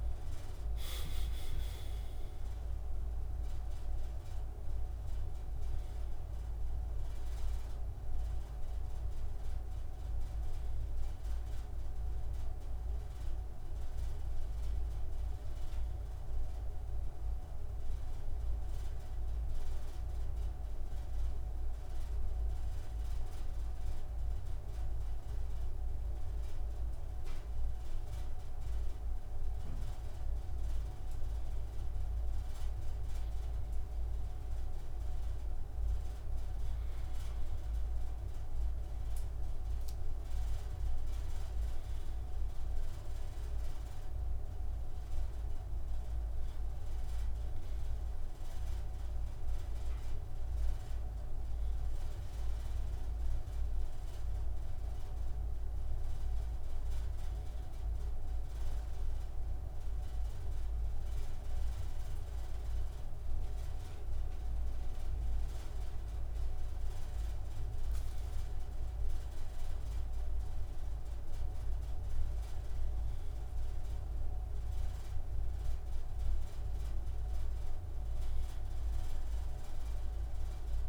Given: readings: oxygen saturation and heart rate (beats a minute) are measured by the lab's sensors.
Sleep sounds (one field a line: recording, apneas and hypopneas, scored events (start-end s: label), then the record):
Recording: breathing in sleep, hard to hear, by a room microphone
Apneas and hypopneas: 1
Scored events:
0.00-16.00 s: oxygen desaturation (device-marked, oxygen 91% lowest)
16.00-31.00 s: mixed apnea (oxygen 96% before, 91% lowest)
32.50-37.00 s: arousal
From the record:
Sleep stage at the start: N2 (light sleep)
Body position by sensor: on the right side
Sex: male